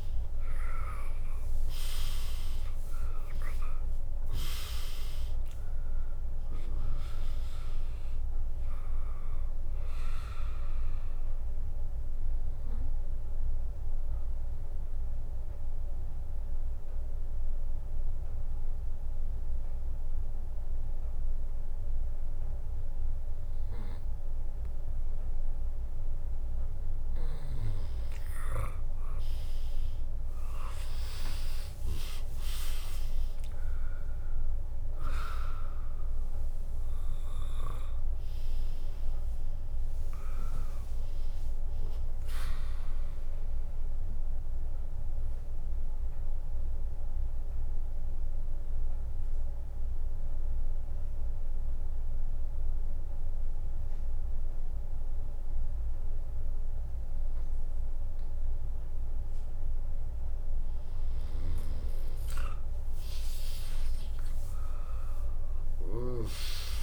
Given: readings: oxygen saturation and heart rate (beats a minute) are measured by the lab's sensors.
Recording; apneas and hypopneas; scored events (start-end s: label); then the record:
breathing in sleep by a room microphone; 2
0.00-1.00 s: arousal
3.50-18.50 s: drop in pulse transit time (device-marked, heart rate 74 before, 68 extreme)
11.00-26.00 s: obstructive apnea (oxygen 100% before, 96% lowest, heart rate 72 before, 59 extreme)
29.50-34.50 s: arousal
32.50-47.50 s: drop in pulse transit time (device-marked, heart rate 79 before, 69 extreme)
45.50-58.50 s: mixed apnea (oxygen 99% before, 96% lowest, heart rate 77 before, 58 extreme)
60.50-62.50 s: bradycardia (device-marked, heart rate 76 before, 60 extreme)
63.50-66.83 s: arousal
From the record:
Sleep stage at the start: N2 (light sleep); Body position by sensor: on the right side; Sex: female